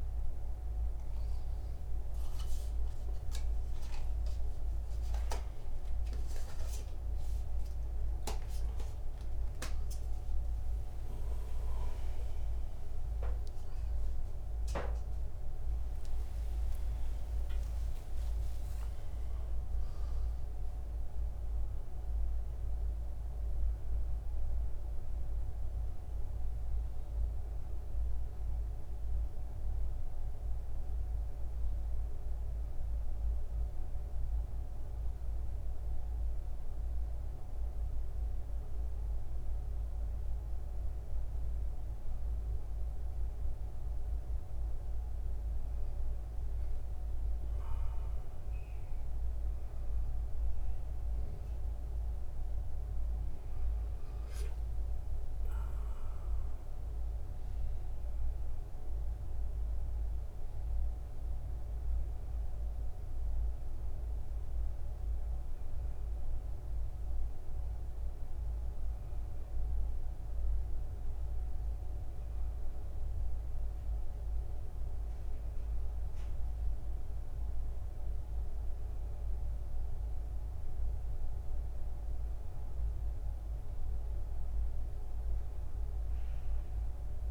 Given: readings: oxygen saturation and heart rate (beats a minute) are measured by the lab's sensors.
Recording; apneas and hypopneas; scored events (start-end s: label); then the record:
a person awake in a sleep study, hard to hear, by a room microphone; none
12.50-14.50 s: long interval between heartbeats (device-marked, heart rate 102 before, 130 extreme)
15.00-17.00 s: long interval between heartbeats (device-marked, heart rate 106 before, 163 extreme)
19.50-21.50 s: long interval between heartbeats (device-marked, heart rate 121 before, 95 extreme)
23.50-25.50 s: long interval between heartbeats (device-marked, heart rate 121 before, 86 extreme)
27.50-29.50 s: long interval between heartbeats (device-marked, heart rate 115 before, 59 extreme)
39.00-41.00 s: long interval between heartbeats (device-marked, heart rate 85 before, 82 extreme)
From the record:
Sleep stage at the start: awake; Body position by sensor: on the front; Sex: male